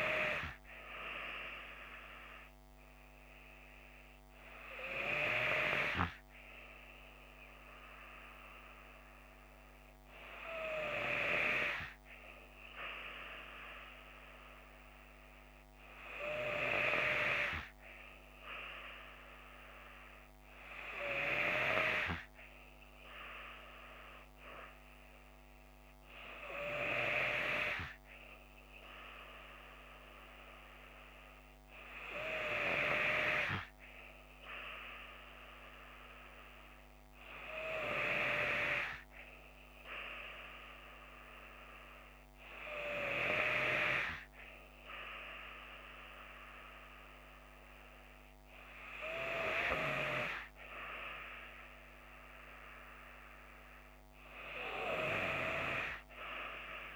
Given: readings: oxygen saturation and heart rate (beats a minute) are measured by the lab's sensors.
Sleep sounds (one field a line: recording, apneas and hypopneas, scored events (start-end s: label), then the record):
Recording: breathing in sleep by a microphone on the trachea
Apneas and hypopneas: none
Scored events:
none scored
From the record:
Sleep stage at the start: N2 (light sleep)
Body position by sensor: on the left side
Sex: female